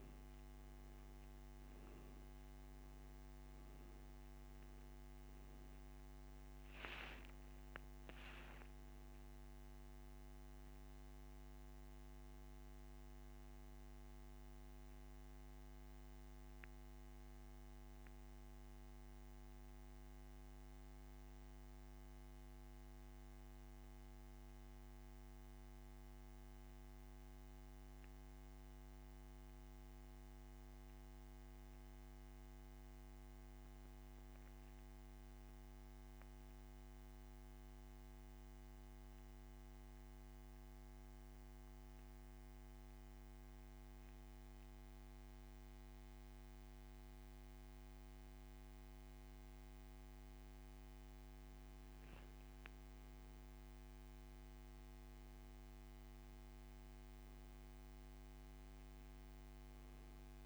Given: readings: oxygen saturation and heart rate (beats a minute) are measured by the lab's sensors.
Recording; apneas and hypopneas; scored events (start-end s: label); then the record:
breathing in sleep, hard to hear, by a microphone on the trachea; 1
0.00-39.00 s: oxygen desaturation (device-marked, oxygen 88% lowest)
25.50-48.00 s: mixed apnea (oxygen 95% before, 88% lowest)
50.50-56.00 s: arousal
From the record:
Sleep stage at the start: N2 (light sleep); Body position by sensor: on the back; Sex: male